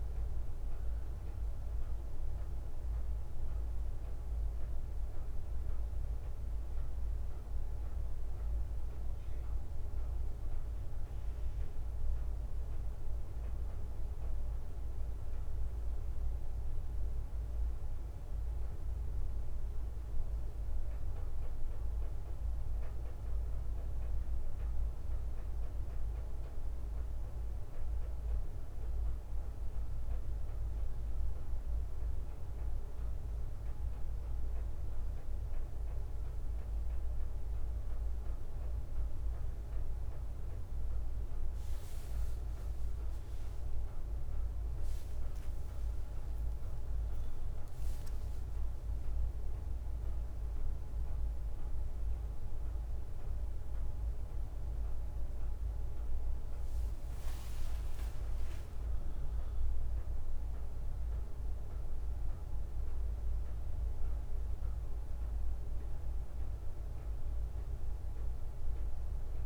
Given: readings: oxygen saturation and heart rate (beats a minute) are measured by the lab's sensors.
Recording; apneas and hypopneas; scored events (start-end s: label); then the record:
a person awake in a sleep study, hard to hear, by a room microphone; none
56.50-69.46 s: drop in pulse transit time (device-marked, heart rate 68 before, 64 extreme)
From the record:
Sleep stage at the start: awake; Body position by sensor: on the right side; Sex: male